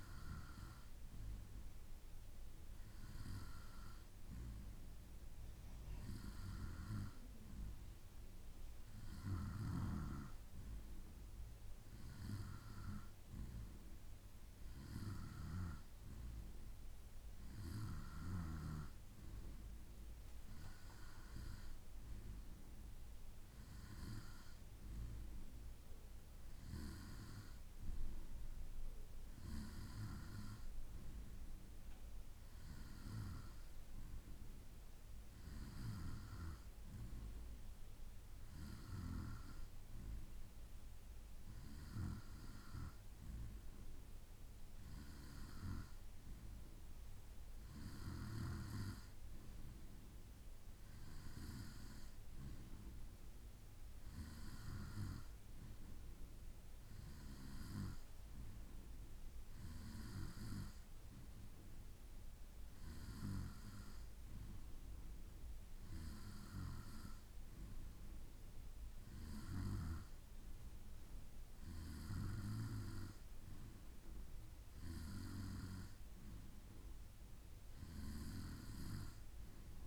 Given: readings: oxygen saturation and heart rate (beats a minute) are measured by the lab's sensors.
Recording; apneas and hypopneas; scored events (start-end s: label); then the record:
breathing in sleep by a room microphone; none
54.50-60.50 s: bradycardia (device-marked, heart rate 67 before, 41 extreme)
From the record:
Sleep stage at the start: N2 (light sleep); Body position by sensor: on the right side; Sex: male